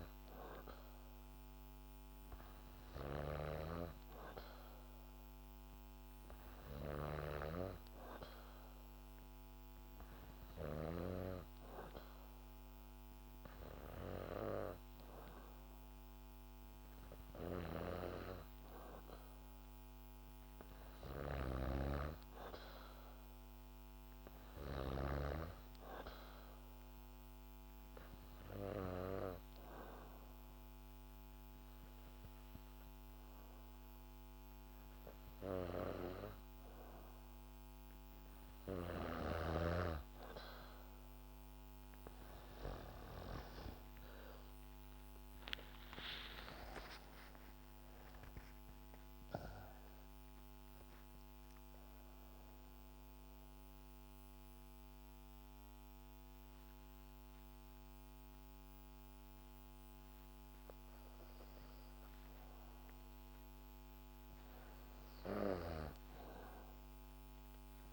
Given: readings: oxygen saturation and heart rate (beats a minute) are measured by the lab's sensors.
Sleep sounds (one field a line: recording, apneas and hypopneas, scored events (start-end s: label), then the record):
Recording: breathing in sleep by a microphone on the trachea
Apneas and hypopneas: 3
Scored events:
9.50-19.50 s: hypopnea (oxygen 96% before, 92% lowest, heart rate 69 before, 69 extreme, up 3 after)
21.00-24.00 s: arousal
21.00-25.00 s: snoring (device-marked)
28.00-38.00 s: obstructive apnea (oxygen 96% before, 92% lowest, heart rate 70 before, 60 extreme, up 2 after)
45.00-50.00 s: arousal
47.00-66.00 s: oxygen desaturation (device-marked, oxygen 96% before, 92% lowest, heart rate 72 before, 60 extreme)
52.00-63.00 s: mixed apnea (oxygen 96% before, 92% lowest, heart rate 74 before, 60 extreme, up 6 after)
From the record:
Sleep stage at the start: N2 (light sleep)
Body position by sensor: on the back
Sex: female